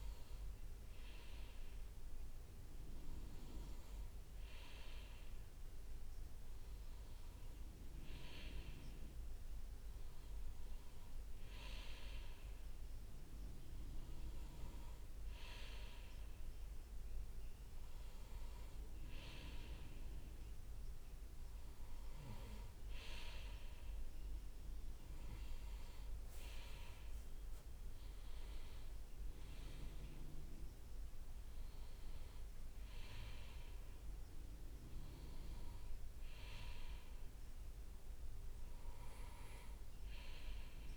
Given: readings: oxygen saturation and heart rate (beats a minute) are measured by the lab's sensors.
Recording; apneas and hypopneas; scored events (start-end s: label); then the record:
breathing in sleep by a room microphone; none
0.00-1.00 s: leg movement (device-marked)
7.50-17.00 s: leg movement (device-marked)
29.50-36.00 s: leg movement (device-marked)
From the record:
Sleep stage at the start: N2 (light sleep); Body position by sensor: on the right side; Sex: male